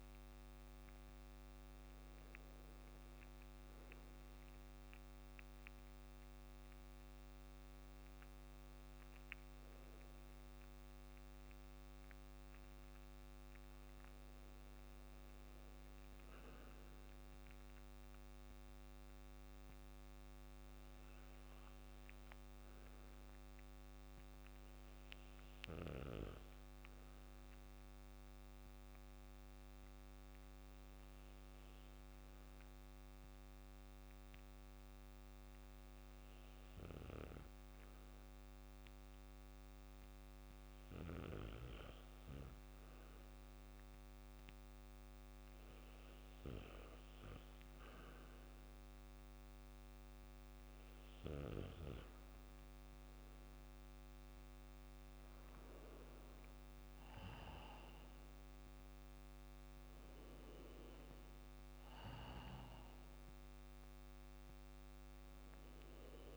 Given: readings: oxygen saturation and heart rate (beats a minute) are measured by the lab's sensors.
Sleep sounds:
breathing in sleep by a microphone on the trachea; 1
27.00-39.50 s: obstructive apnea (oxygen 97% before, 92% lowest, heart rate 52 before, 51 extreme, up 2 after)
41.00-46.00 s: arousal
From the record:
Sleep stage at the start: REM sleep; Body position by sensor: on the back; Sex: male

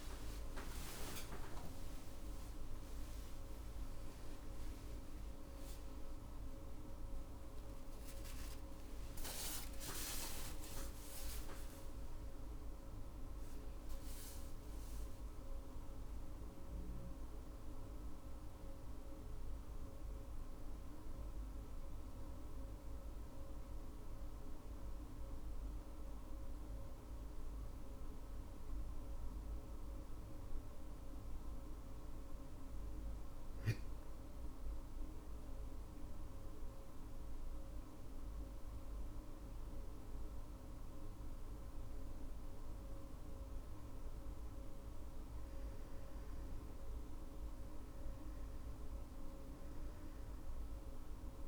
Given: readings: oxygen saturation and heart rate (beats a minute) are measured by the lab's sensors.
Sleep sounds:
a person awake in a sleep study, hard to hear, by a room microphone; none
0.00-11.50 s: oxygen desaturation (device-marked, oxygen 93% lowest, heart rate 59 extreme)
47.50-51.47 s: new sleep stage, N1 (lightest sleep)
From the record:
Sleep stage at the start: awake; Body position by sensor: on the back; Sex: female

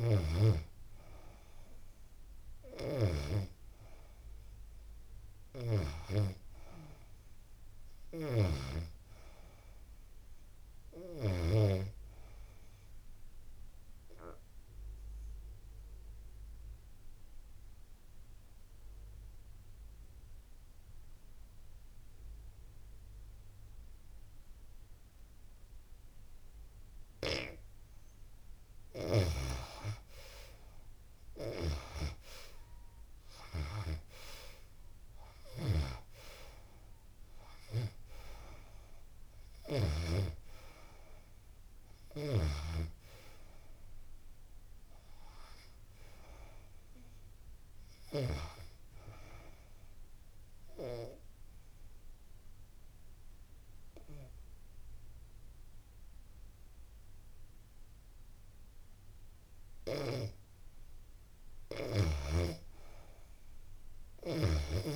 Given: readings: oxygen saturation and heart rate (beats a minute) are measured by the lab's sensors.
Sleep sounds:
breathing in sleep by a room microphone; 2
0.00-10.00 s: oxygen desaturation (device-marked, oxygen 87% lowest, heart rate 76 extreme)
12.50-27.00 s: obstructive apnea (oxygen 98% before, 83% lowest, heart rate 86 before, 76 extreme, up 11 after)
26.00-47.00 s: oxygen desaturation (device-marked, oxygen 96% before, 83% lowest, heart rate 82 before, 82 extreme)
30.00-34.50 s: arousal
49.00-60.00 s: obstructive apnea (oxygen 97% before, 88% lowest, heart rate 86 before, 82 extreme, up 3 after)
61.50-64.96 s: arousal
63.00-64.96 s: oxygen desaturation (device-marked, oxygen 96% before, 89% lowest, heart rate 85 before, 82 extreme)
From the record:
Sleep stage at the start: N2 (light sleep); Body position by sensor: on the back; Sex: female

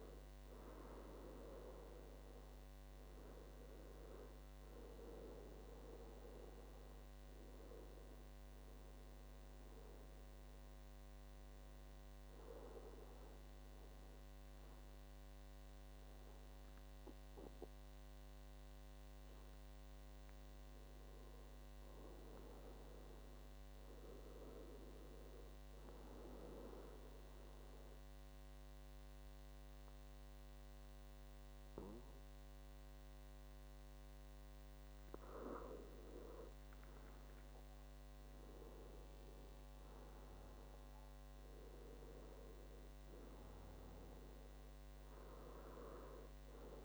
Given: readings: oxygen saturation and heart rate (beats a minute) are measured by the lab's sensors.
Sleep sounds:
breathing in sleep by a microphone on the trachea; 1
0.00-17.00 s: oxygen desaturation (device-marked, oxygen 94% lowest, heart rate 62 extreme)
20.00-23.00 s: arousal
26.00-36.00 s: obstructive apnea (oxygen 98% before, 93% lowest, heart rate 66 before, 63 extreme, up 8 after)
38.50-43.50 s: arousal
From the record:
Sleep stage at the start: N2 (light sleep); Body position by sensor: on the back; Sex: male

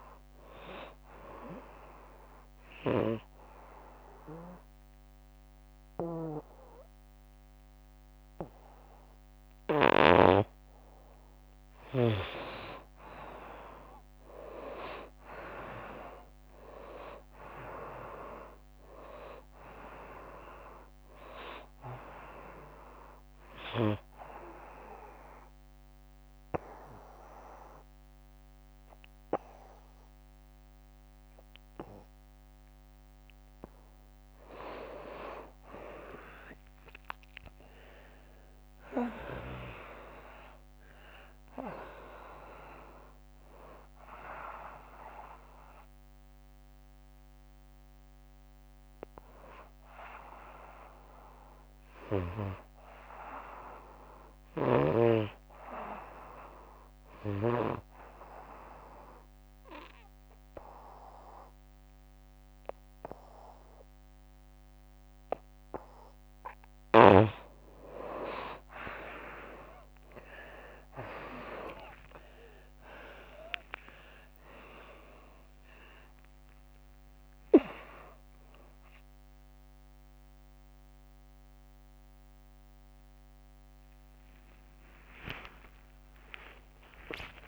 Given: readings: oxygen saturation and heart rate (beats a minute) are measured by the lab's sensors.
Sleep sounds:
a person partly awake in a sleep study, by a microphone on the trachea; 3
0.00-9.00 s: oxygen desaturation (device-marked, oxygen 88% lowest, heart rate 73 extreme)
2.00-12.50 s: obstructive apnea (oxygen 95% before, 87% lowest, heart rate 90 before, 70 extreme, up 15 after)
15.00-19.00 s: arousal
19.00-29.00 s: oxygen desaturation (device-marked, oxygen 97% before, 88% lowest, heart rate 87 before, 70 extreme)
24.00-35.00 s: obstructive apnea (oxygen 97% before, 86% lowest, heart rate 85 before, 70 extreme, up 12 after)
36.50-41.00 s: arousal
38.00-63.00 s: oxygen desaturation (device-marked, oxygen 96% before, 87% lowest, heart rate 88 before, 73 extreme)
58.00-68.00 s: obstructive apnea (oxygen 96% before, 86% lowest, heart rate 87 before, 73 extreme, up 22 after)
64.00-87.48 s: new sleep stage, awake
76.00-87.48 s: oxygen desaturation (device-marked, oxygen 97% before, 86% lowest, heart rate 85 before, 94 extreme)
From the record:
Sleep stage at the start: N2 (light sleep); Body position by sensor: on the front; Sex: female

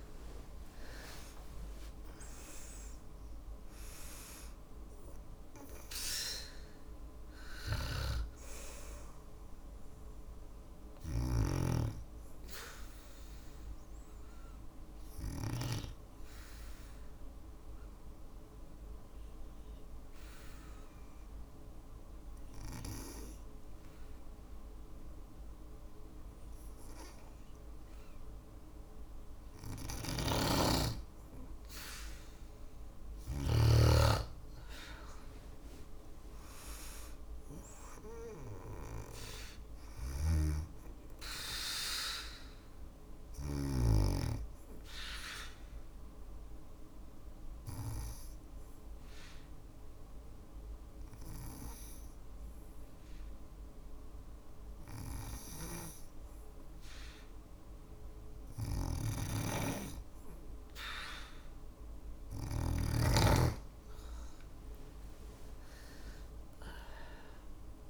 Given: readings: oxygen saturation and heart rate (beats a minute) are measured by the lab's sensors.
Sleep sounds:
breathing in sleep by a room microphone; 2
0.00-3.50 s: arousal
4.50-21.50 s: oxygen desaturation (device-marked, oxygen 97% before, 93% lowest, heart rate 56 before, 53 extreme)
12.50-28.50 s: obstructive apnea (oxygen 97% before, 93% lowest, heart rate 57 before, 53 extreme, up 5 after)
29.00-32.50 s: snoring (device-marked)
34.00-37.00 s: arousal
38.50-56.50 s: oxygen desaturation (device-marked, oxygen 97% before, 93% lowest, heart rate 55 before, 54 extreme)
39.00-43.00 s: snoring (device-marked)
44.00-58.00 s: obstructive apnea (oxygen 97% before, 93% lowest, heart rate 56 before, 54 extreme, up 4 after)
58.00-62.00 s: snoring (device-marked)
63.00-66.00 s: arousal
From the record:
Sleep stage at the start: N2 (light sleep); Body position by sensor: on the back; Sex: female

